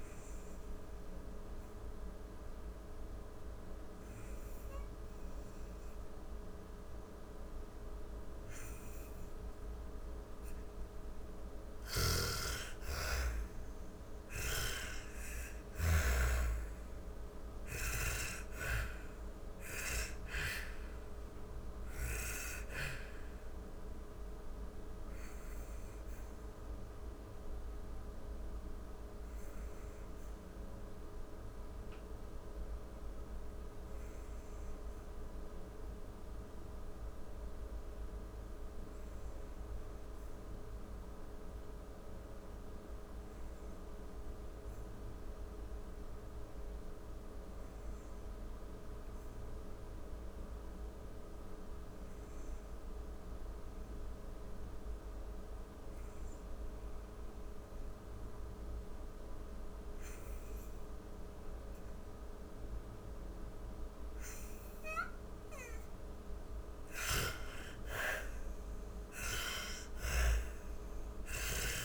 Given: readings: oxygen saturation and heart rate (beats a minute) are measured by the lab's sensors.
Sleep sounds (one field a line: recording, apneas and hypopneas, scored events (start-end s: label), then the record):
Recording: breathing in sleep by a room microphone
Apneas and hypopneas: 1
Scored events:
0.00-43.50 s: oxygen desaturation (device-marked, oxygen 86% lowest, heart rate 38 extreme)
10.00-14.00 s: snoring (device-marked)
11.50-16.00 s: arousal
18.50-61.50 s: obstructive apnea (oxygen 99% before, 85% lowest, heart rate 101 before, 38 extreme)
57.50-71.85 s: oxygen desaturation (device-marked, oxygen 99% before, 85% lowest, heart rate 53 before, 38 extreme)
66.00-71.50 s: arousal
From the record:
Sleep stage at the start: N2 (light sleep)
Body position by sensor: on the back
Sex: female